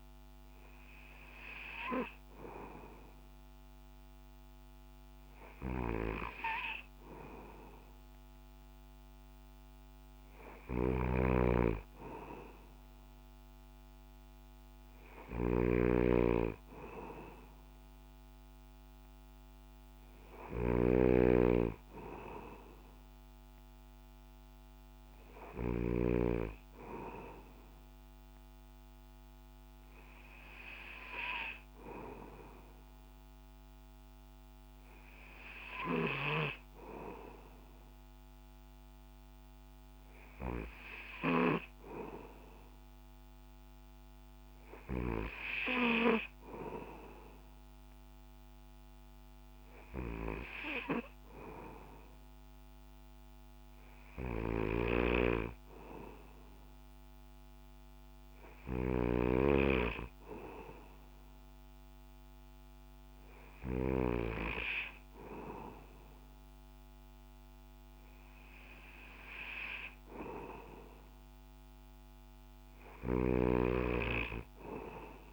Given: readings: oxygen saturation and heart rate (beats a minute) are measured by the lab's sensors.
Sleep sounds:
breathing in sleep by a microphone on the trachea; none
10.50-26.00 s: snoring (device-marked)
54.50-64.00 s: snoring (device-marked)
73.00-75.32 s: snoring (device-marked)
From the record:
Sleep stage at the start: N2 (light sleep); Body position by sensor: on the back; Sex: male

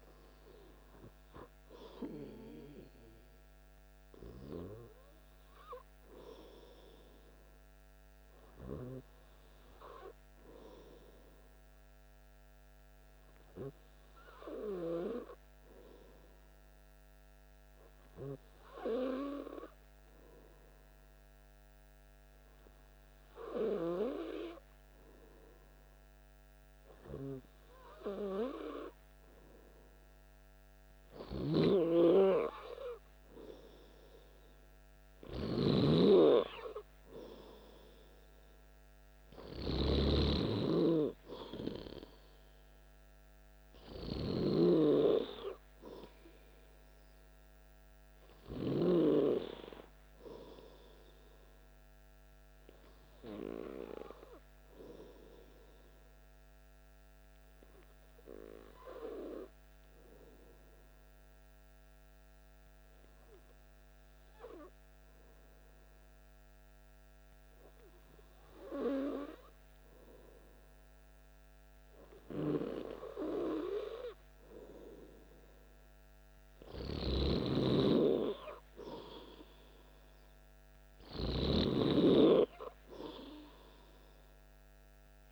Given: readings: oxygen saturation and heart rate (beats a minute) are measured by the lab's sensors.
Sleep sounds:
breathing in sleep by a microphone on the trachea; 1
55.00-70.00 s: hypopnea (oxygen 97% before, 95% lowest, heart rate 55 before, 54 extreme, up 3 after)
71.50-74.50 s: arousal
From the record:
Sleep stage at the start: N2 (light sleep); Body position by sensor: on the back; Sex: male

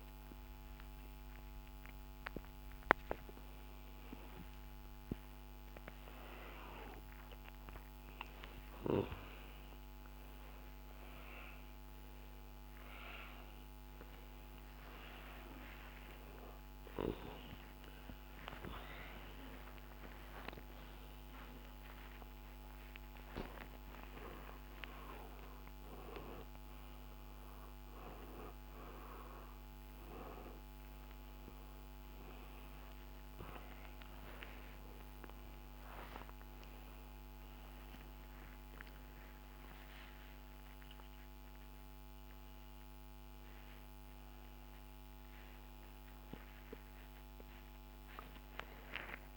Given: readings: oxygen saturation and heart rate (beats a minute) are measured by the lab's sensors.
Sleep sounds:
a person awake in a sleep study, by a microphone on the trachea; none
none scored
From the record:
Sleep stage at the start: awake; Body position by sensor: on the front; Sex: male

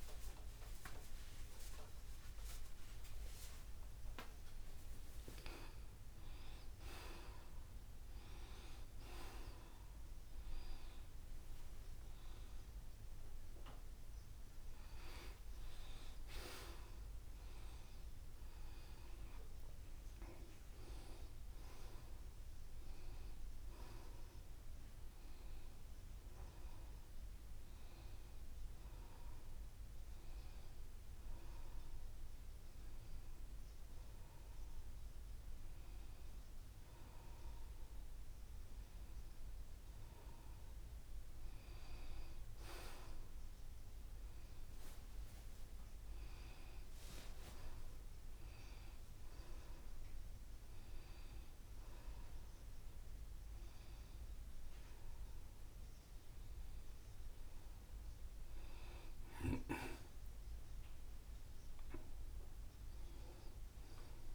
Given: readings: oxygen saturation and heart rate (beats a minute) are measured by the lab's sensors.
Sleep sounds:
a person partly awake in a sleep study, by a room microphone; none
0.50-2.50 s: long interval between heartbeats (device-marked, heart rate 89 before, 142 extreme)
3.50-5.50 s: long interval between heartbeats (device-marked, heart rate 101 before, 167 extreme)
17.50-64.35 s: new sleep stage, N1 (lightest sleep)
61.00-64.00 s: arousal
From the record:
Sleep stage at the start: awake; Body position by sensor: on the back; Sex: male

